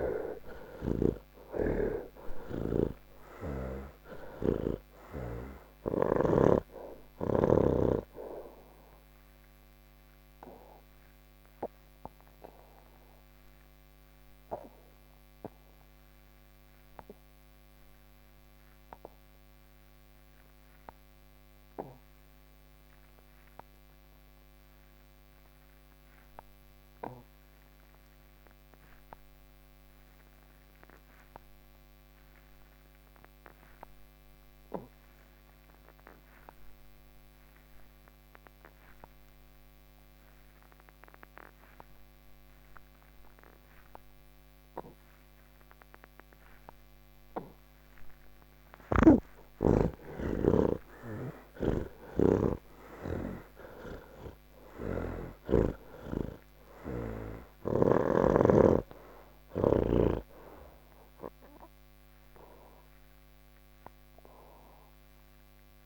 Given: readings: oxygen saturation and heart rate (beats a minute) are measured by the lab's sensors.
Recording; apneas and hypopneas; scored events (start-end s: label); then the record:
breathing in sleep by a microphone on the trachea; none
0.00-1.00 s: snoring (device-marked)
0.00-26.00 s: oxygen desaturation (device-marked, oxygen 70% lowest)
34.00-65.86 s: oxygen desaturation (device-marked, oxygen 97% before, 71% lowest)
51.00-58.00 s: snoring (device-marked)
From the record:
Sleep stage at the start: N1 (lightest sleep); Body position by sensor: on the back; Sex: male